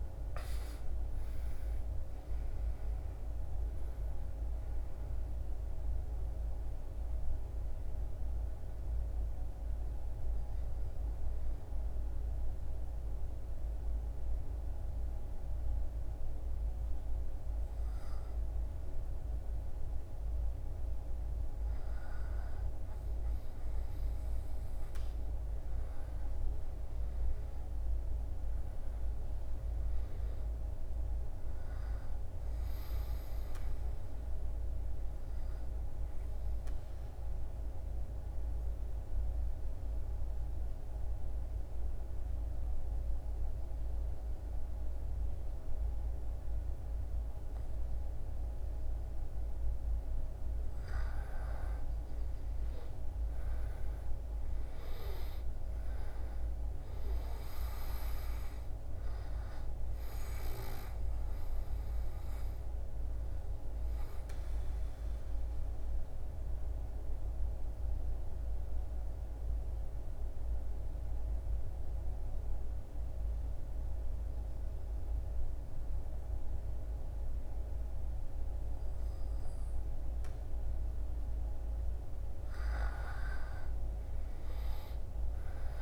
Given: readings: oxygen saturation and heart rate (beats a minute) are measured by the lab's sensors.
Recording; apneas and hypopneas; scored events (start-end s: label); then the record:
breathing in sleep, hard to hear, by a room microphone; 3
0.00-21.00 s: oxygen desaturation (device-marked, oxygen 93% lowest, heart rate 72 extreme)
7.00-20.00 s: hypopnea (oxygen 98% before, 93% lowest, heart rate 77 before, 72 extreme, up 7 after)
23.00-28.00 s: arousal
35.50-49.00 s: obstructive apnea (oxygen 99% before, 93% lowest, heart rate 77 before, 68 extreme, up 6 after)
49.50-54.00 s: arousal
55.00-72.00 s: oxygen desaturation (device-marked, oxygen 98% before, 93% lowest, heart rate 74 before, 68 extreme)
64.00-80.00 s: obstructive apnea (oxygen 98% before, 93% lowest, heart rate 75 before, 68 extreme, up 9 after)
81.50-85.82 s: arousal
From the record:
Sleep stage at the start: REM sleep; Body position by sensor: on the back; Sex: male